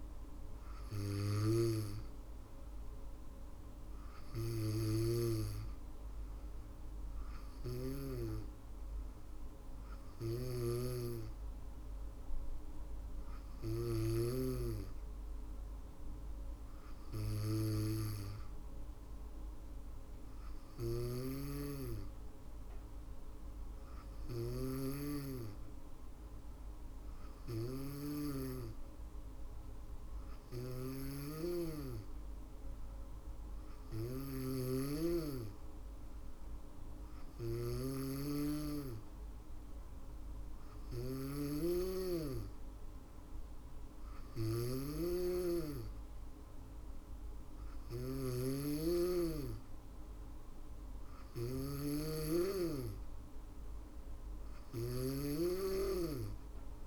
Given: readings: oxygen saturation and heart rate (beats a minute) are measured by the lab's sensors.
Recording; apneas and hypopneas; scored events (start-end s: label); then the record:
breathing in sleep by a room microphone; none
3.50-7.00 s: snoring (device-marked)
9.00-13.00 s: snoring (device-marked)
19.50-56.87 s: snoring (device-marked)
28.00-41.00 s: drop in pulse transit time (device-marked, heart rate 63 before, 63 extreme)
From the record:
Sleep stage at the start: N2 (light sleep); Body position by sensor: on the back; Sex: female